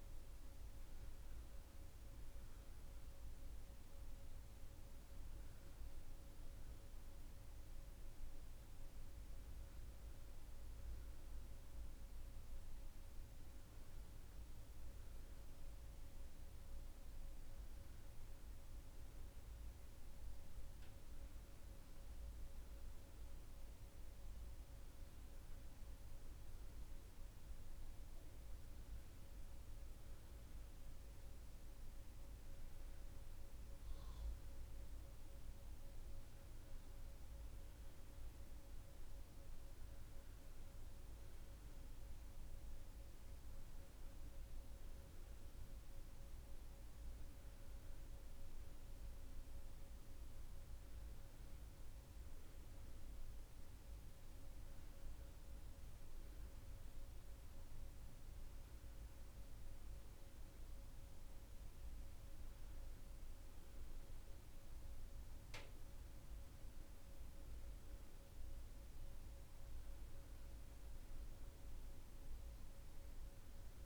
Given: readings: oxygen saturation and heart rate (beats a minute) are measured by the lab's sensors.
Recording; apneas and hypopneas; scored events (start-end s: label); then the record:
breathing in sleep, hard to hear, by a room microphone; none
none scored
From the record:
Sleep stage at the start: N2 (light sleep); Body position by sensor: on the back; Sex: female